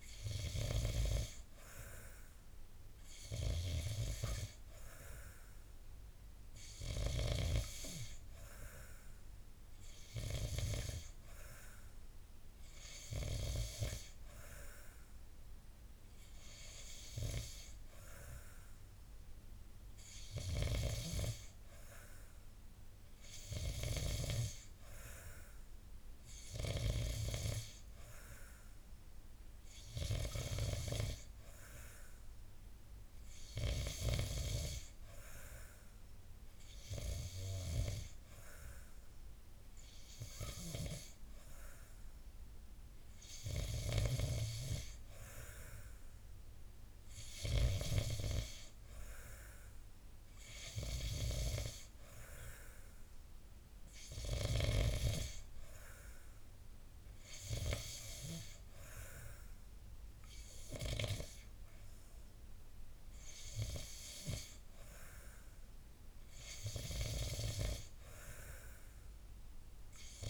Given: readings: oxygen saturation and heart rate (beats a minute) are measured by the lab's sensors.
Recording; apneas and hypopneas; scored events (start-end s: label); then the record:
breathing in sleep by a room microphone; none
none scored
From the record:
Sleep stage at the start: N2 (light sleep); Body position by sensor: on the back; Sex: male